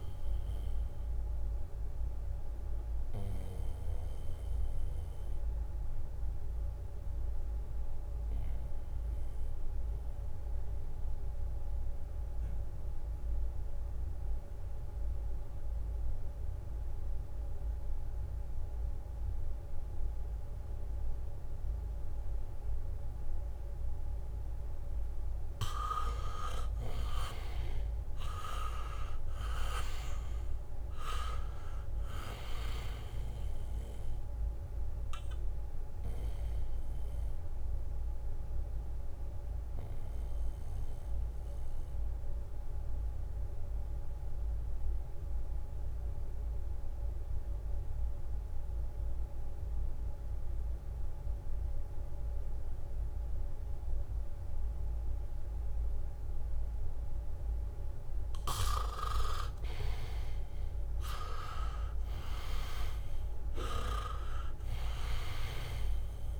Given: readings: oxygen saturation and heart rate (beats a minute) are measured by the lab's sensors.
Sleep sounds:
breathing in sleep by a room microphone; 2
0.00-15.50 s: oxygen desaturation (device-marked, oxygen 85% lowest, heart rate 66 extreme)
6.00-24.00 s: mixed apnea (oxygen 99% before, 81% lowest, heart rate 70 before, 66 extreme)
24.50-50.50 s: oxygen desaturation (device-marked, oxygen 99% before, 82% lowest, heart rate 72 before, 66 extreme)
25.50-28.00 s: leg movement (device-marked)
26.00-30.50 s: arousal
28.00-33.50 s: leg movement (device-marked)
34.50-41.00 s: leg movement (device-marked)
37.00-57.50 s: mixed apnea (oxygen 99% before, 81% lowest, heart rate 69 before, 68 extreme)
57.50-66.40 s: oxygen desaturation (device-marked, oxygen 98% before, 81% lowest, heart rate 73 before, 69 extreme)
59.50-64.00 s: arousal
From the record:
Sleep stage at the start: N2 (light sleep); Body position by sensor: on the back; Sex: male

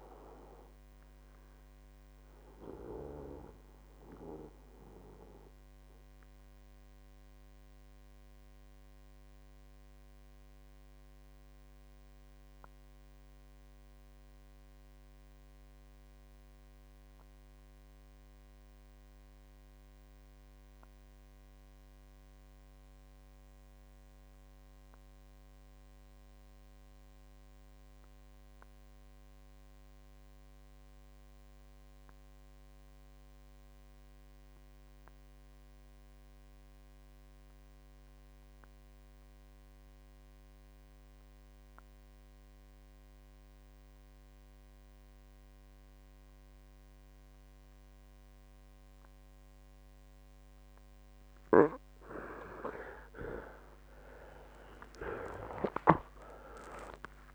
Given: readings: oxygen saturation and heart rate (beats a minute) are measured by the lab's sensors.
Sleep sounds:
breathing in sleep by a microphone on the trachea; 1
0.00-14.00 s: oxygen desaturation (device-marked, oxygen 86% lowest, heart rate 56 extreme)
2.50-52.00 s: mixed apnea (oxygen 97% before, 82% lowest, heart rate 74 before, 53 extreme, up 28 after)
32.00-57.35 s: oxygen desaturation (device-marked, oxygen 98% before, 82% lowest, heart rate 62 before, 53 extreme)
54.00-57.35 s: arousal
From the record:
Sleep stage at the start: N2 (light sleep); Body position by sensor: on the right side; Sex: male

